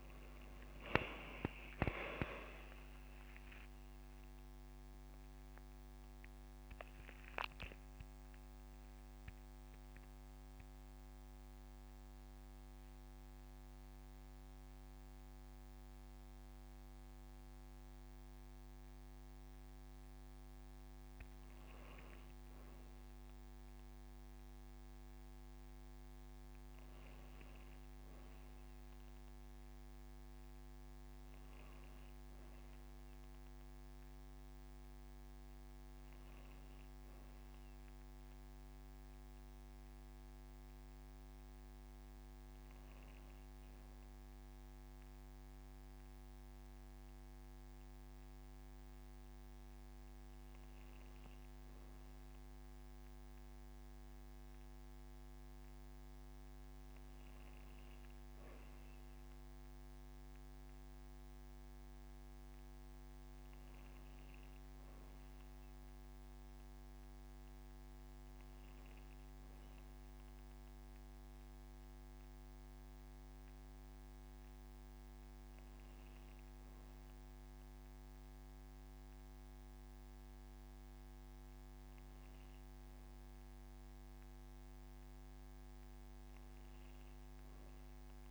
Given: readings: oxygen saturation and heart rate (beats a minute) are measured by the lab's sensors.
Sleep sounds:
breathing in sleep, hard to hear, by a microphone on the trachea; none
5.00-7.00 s: long interval between heartbeats (device-marked)
7.50-9.50 s: long interval between heartbeats (device-marked)
14.50-16.50 s: long interval between heartbeats (device-marked, heart rate 34 before, 60 extreme)
16.50-18.50 s: long interval between heartbeats (device-marked, heart rate 39 before, 90 extreme)
19.50-21.50 s: long interval between heartbeats (device-marked, heart rate 53 before, 121 extreme)
23.50-25.50 s: long interval between heartbeats (device-marked, heart rate 70 before, 89 extreme)
28.00-30.00 s: long interval between heartbeats (device-marked, heart rate 81 before, 81 extreme)
30.50-32.50 s: long interval between heartbeats (device-marked, heart rate 86 before, 113 extreme)
45.50-47.50 s: long interval between heartbeats (device-marked)
48.00-50.00 s: long interval between heartbeats (device-marked, heart rate 98 before, 31 extreme)
55.50-57.50 s: long interval between heartbeats (device-marked, heart rate 93 before, 153 extreme)
59.00-61.00 s: long interval between heartbeats (device-marked, heart rate 99 before, 117 extreme)
62.00-64.00 s: long interval between heartbeats (device-marked, heart rate 101 before, 138 extreme)
65.50-67.50 s: long interval between heartbeats (device-marked, heart rate 106 before, 140 extreme)
73.00-75.00 s: long interval between heartbeats (device-marked)
80.50-82.50 s: long interval between heartbeats (device-marked, heart rate 95 before, 109 extreme)
84.50-86.50 s: long interval between heartbeats (device-marked, heart rate 87 before, 75 extreme)
From the record:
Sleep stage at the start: N1 (lightest sleep); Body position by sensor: on the back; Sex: female

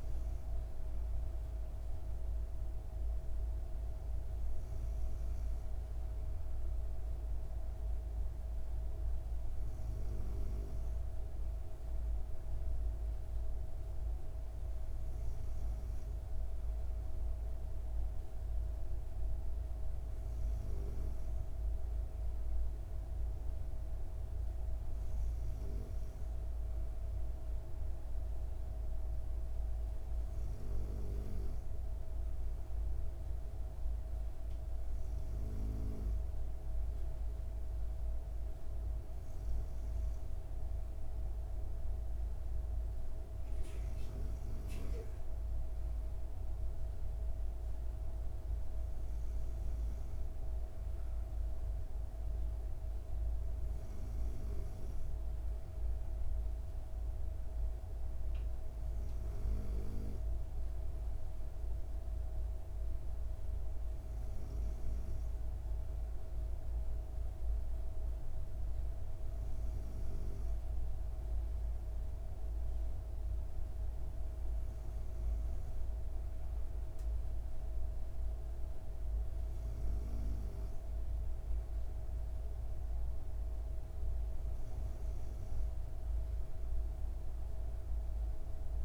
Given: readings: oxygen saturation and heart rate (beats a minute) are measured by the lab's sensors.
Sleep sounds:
breathing in sleep, hard to hear, by a room microphone; none
none scored
From the record:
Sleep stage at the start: N2 (light sleep); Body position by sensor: on the back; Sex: female

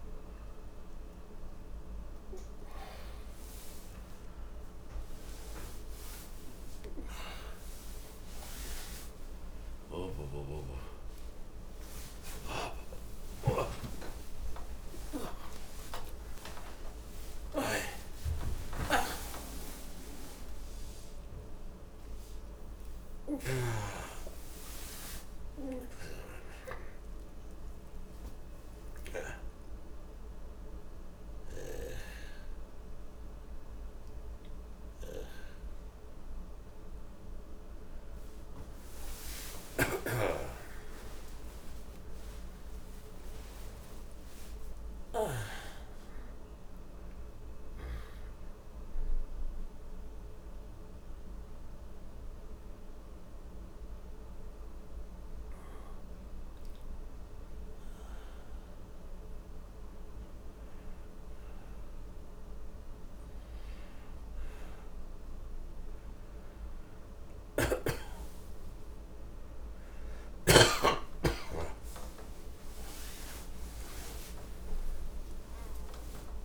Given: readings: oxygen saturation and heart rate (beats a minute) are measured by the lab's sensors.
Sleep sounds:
a person awake in a sleep study, by a room microphone; none
0.00-11.00 s: oxygen desaturation (device-marked, oxygen 92% lowest)
9.00-76.45 s: new sleep stage, awake
71.00-76.45 s: oxygen desaturation (device-marked, oxygen 97% before, 93% lowest)
From the record:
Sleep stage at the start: N1 (lightest sleep); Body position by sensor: on the back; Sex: male

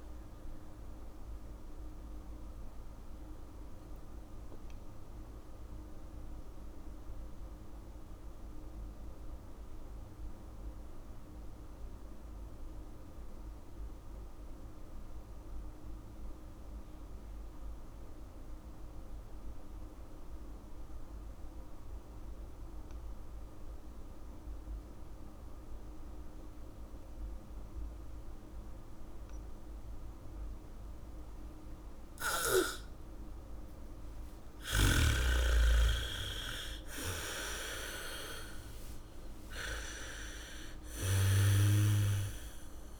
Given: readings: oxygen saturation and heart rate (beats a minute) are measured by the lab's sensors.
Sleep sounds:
breathing in sleep by a room microphone; 1
0.00-14.00 s: oxygen desaturation (device-marked, oxygen 74% lowest, heart rate 47 extreme)
2.00-34.00 s: mixed apnea (oxygen 100% before, 74% lowest, heart rate 64 before, 57 extreme, up 9 after)
23.00-43.00 s: oxygen desaturation (device-marked, oxygen 100% before, 75% lowest, heart rate 75 before, 55 extreme)
31.00-35.00 s: bradycardia (device-marked, heart rate 70 before, 57 extreme)
36.00-40.00 s: arousal
From the record:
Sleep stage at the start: N2 (light sleep); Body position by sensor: on the back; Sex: female

